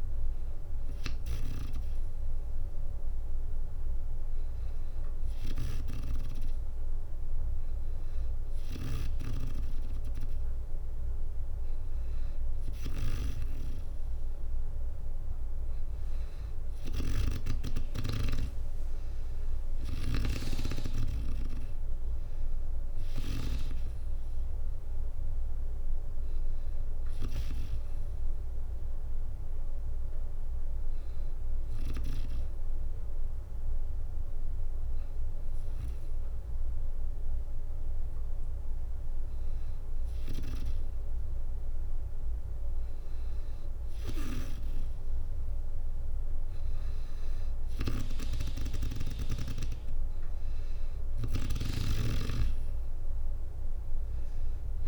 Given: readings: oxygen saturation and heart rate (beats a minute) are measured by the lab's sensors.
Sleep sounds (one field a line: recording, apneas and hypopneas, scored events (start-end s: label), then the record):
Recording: breathing in sleep by a room microphone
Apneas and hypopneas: 1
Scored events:
0.00-5.50 s: oxygen desaturation (device-marked, oxygen 93% lowest, heart rate 61 extreme)
5.00-8.50 s: snoring (device-marked)
19.00-23.00 s: snoring (device-marked)
22.50-33.50 s: drop in pulse transit time (device-marked, heart rate 62 before, 58 extreme)
23.50-27.00 s: arousal
28.50-37.50 s: bradycardia (device-marked, heart rate 63 before, 58 extreme)
29.50-40.00 s: hypopnea (oxygen 97% before, 93% lowest, heart rate 64 before, 58 extreme, up 6 after)
44.00-46.50 s: arousal
50.50-54.87 s: snoring (device-marked)
51.50-54.87 s: oxygen desaturation (device-marked, oxygen 97% before, 93% lowest, heart rate 61 before, 60 extreme)
From the record:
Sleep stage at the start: N2 (light sleep)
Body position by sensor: on the back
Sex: female